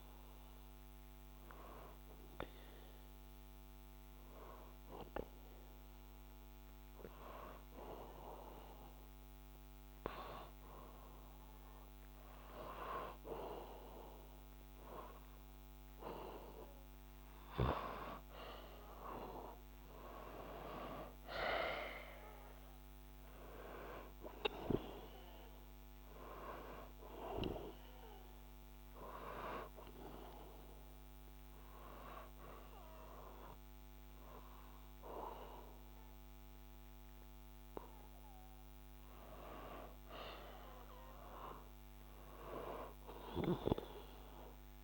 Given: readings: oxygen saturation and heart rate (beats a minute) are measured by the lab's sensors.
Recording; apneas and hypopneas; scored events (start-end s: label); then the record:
breathing in sleep by a microphone on the trachea; 1
5.00-17.00 s: obstructive apnea (oxygen 96% before, 93% lowest, heart rate 63 before, 61 extreme)
19.50-24.00 s: arousal
From the record:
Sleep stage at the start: N2 (light sleep); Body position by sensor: on the back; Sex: male